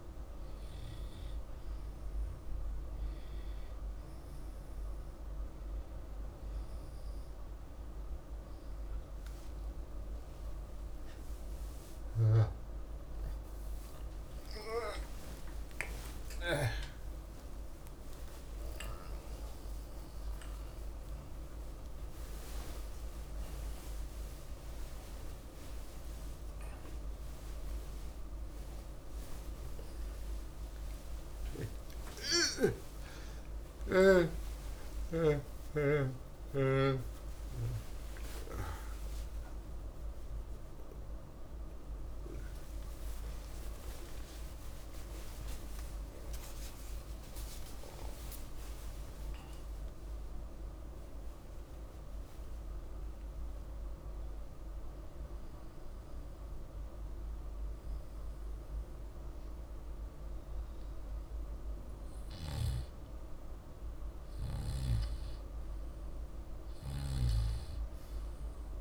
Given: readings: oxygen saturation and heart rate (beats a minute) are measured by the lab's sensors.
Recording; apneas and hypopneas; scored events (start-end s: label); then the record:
a person awake in a sleep study, by a room microphone; none
41.50-63.50 s: oxygen desaturation (device-marked, oxygen 96% before, 83% lowest, heart rate 124 before, 45 extreme)
54.50-68.81 s: new sleep stage, N2 (light sleep)
From the record:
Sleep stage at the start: awake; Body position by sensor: on the back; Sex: male